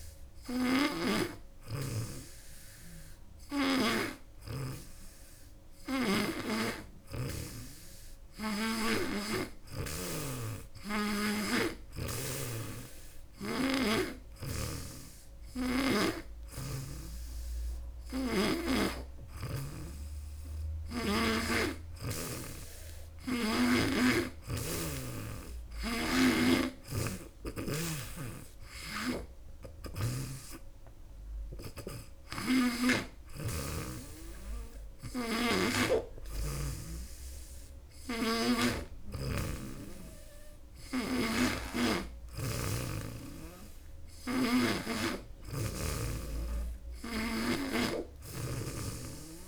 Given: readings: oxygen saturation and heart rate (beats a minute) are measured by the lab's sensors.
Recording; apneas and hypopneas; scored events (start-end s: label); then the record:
breathing in sleep by a room microphone; none
0.00-4.50 s: snoring (device-marked)
14.00-21.00 s: snoring (device-marked)
25.50-29.00 s: snoring (device-marked)
31.00-38.50 s: snoring (device-marked)
40.50-44.50 s: snoring (device-marked)
46.50-49.48 s: snoring (device-marked)
From the record:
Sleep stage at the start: N2 (light sleep); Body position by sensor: on the back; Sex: female